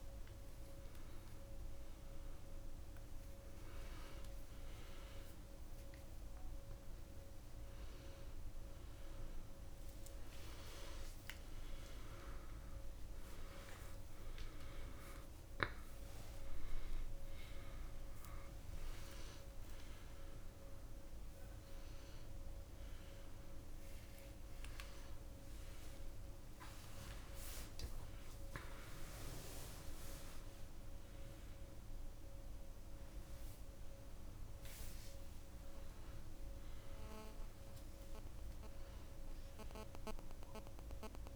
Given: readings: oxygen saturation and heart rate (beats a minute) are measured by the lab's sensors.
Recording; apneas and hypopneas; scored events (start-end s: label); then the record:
a person awake in a sleep study, by a room microphone; none
none scored
From the record:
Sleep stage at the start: awake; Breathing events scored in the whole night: 163 in 5.4 hours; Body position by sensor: on the back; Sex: female